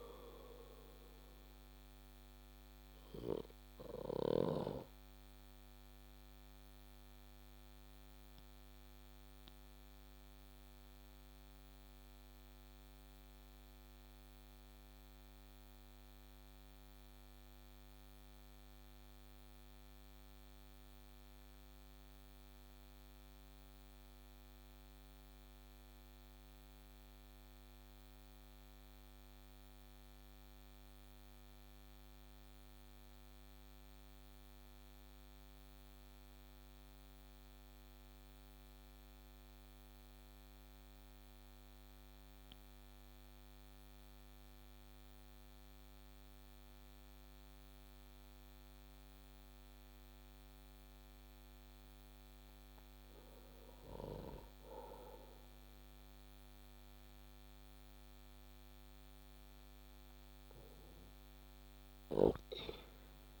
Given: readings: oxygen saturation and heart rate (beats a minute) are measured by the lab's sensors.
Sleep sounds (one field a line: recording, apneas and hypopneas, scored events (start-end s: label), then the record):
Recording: breathing in sleep by a microphone on the trachea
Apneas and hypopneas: 1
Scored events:
6.00-50.50 s: obstructive apnea (oxygen 95% before, 90% lowest)
13.50-23.50 s: oxygen desaturation (device-marked, oxygen 94% before, 90% lowest)
43.50-54.50 s: oxygen desaturation (device-marked, oxygen 99% before, 95% lowest)
53.50-59.00 s: arousal
From the record:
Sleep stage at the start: N2 (light sleep)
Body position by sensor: on the back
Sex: male